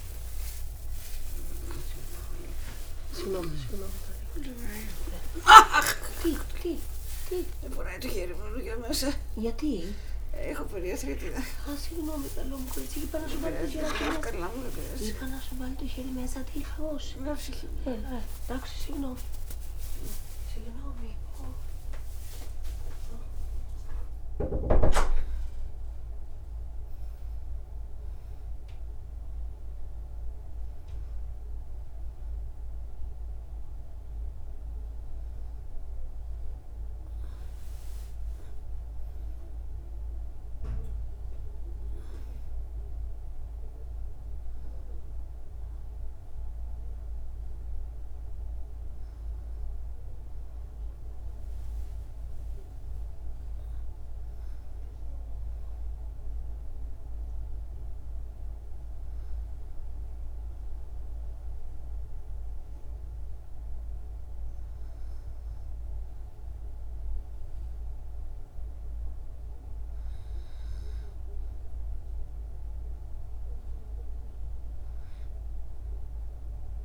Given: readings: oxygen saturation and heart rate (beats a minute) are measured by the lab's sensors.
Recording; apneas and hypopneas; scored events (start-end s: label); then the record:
a person awake in a sleep study, by a room microphone; none
2.50-62.50 s: new sleep stage, awake
62.50-76.85 s: new sleep stage, N2 (light sleep)
From the record:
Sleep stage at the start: N2 (light sleep); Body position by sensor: on the back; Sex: female